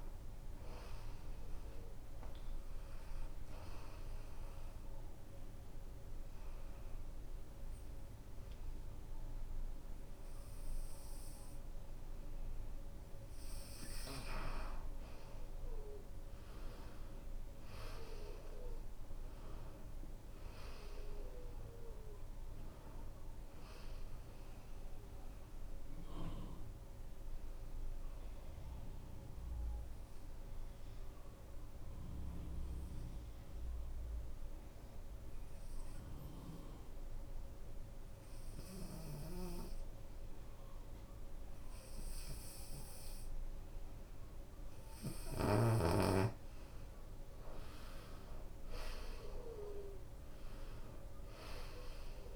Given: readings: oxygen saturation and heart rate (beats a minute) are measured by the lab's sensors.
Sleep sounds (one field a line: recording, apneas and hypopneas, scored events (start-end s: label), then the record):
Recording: breathing in sleep by a room microphone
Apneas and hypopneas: 2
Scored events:
0.00-5.00 s: leg movement (device-marked)
1.50-12.50 s: oxygen desaturation (device-marked, oxygen 93% before, 89% lowest, heart rate 78 before, 67 extreme)
2.50-13.50 s: hypopnea (oxygen 96% before, 85% lowest, heart rate 78 before, 67 extreme, up 10 after)
15.00-19.00 s: arousal
18.50-32.50 s: oxygen desaturation (device-marked, oxygen 91% before, 85% lowest, heart rate 79 before, 67 extreme)
28.00-44.50 s: obstructive apnea (oxygen 93% before, 85% lowest, heart rate 81 before, 66 extreme, up 15 after)
40.50-52.36 s: oxygen desaturation (device-marked, oxygen 94% before, 85% lowest, heart rate 73 before, 66 extreme)
45.00-48.50 s: arousal
From the record:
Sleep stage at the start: N2 (light sleep)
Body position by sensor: on the right side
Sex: female